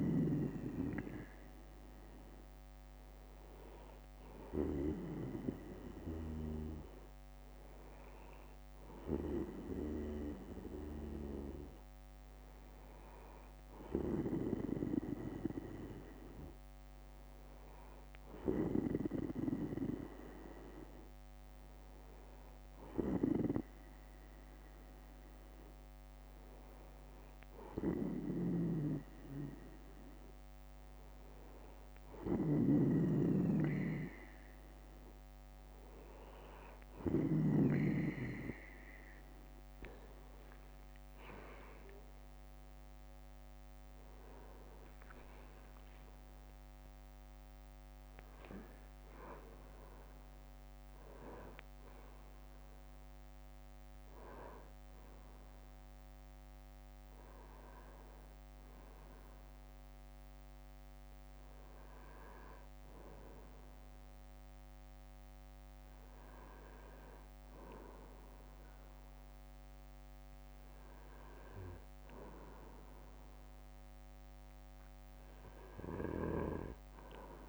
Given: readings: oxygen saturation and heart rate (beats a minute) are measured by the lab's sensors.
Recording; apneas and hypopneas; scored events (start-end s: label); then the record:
breathing in sleep by a microphone on the trachea; none
2.00-14.00 s: bradycardia (device-marked, heart rate 64 before, 57 extreme)
15.00-18.00 s: bradycardia (device-marked, heart rate 64 before, 58 extreme)
43.50-48.00 s: arousal
72.00-74.00 s: bradycardia (device-marked, heart rate 63 before, 62 extreme)
From the record:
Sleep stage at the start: N2 (light sleep); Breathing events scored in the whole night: 241 in 4.6 hours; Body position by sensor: on the back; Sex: male